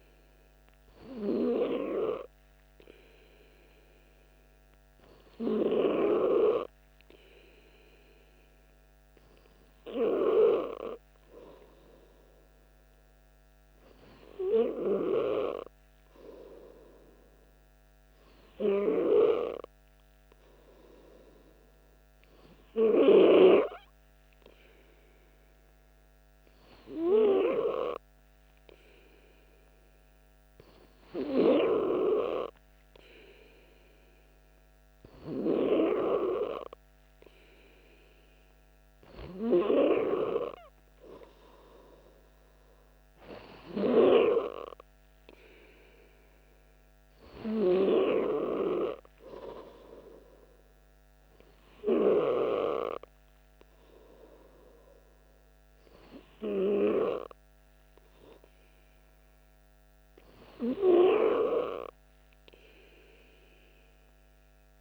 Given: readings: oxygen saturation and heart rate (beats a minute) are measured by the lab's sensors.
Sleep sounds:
breathing in sleep by a microphone on the trachea; none
none scored
From the record:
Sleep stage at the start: N2 (light sleep); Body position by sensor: on the back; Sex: male

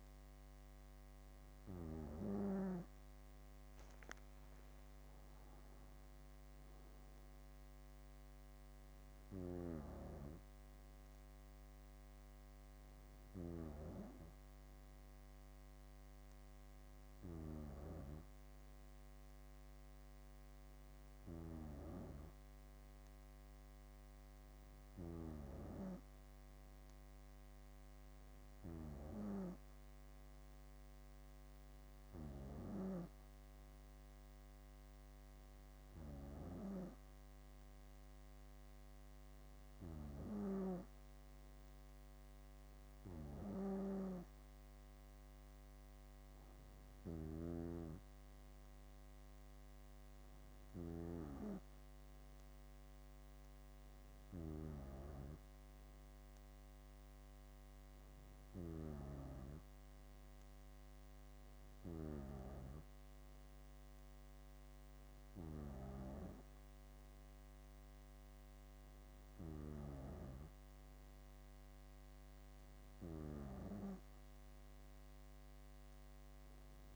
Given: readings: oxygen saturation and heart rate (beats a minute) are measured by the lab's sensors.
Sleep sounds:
breathing in sleep by a microphone on the trachea; none
3.50-7.50 s: arousal
9.00-14.00 s: bradycardia (device-marked, heart rate 63 before, 59 extreme)
47.00-51.00 s: snoring (device-marked)
73.00-76.96 s: arousal
From the record:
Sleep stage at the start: N2 (light sleep); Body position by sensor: on the back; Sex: female

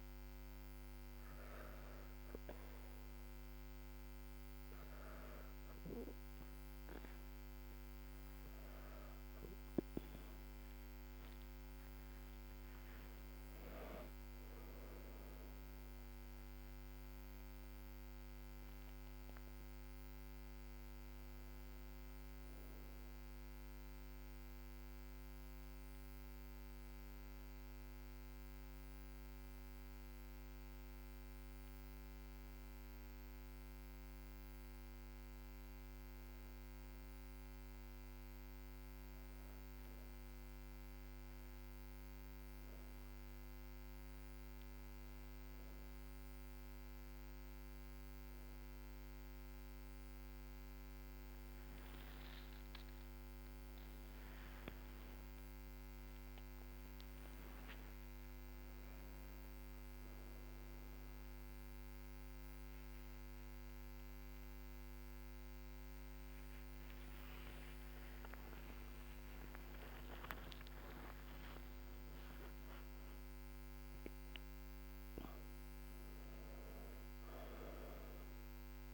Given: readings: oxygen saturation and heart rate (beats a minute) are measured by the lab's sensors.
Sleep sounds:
a person partly awake in a sleep study, hard to hear, by a microphone on the trachea; none
13.50-19.50 s: arousal
59.00-78.94 s: new sleep stage, awake
From the record:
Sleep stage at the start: N2 (light sleep); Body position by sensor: on the back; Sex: female

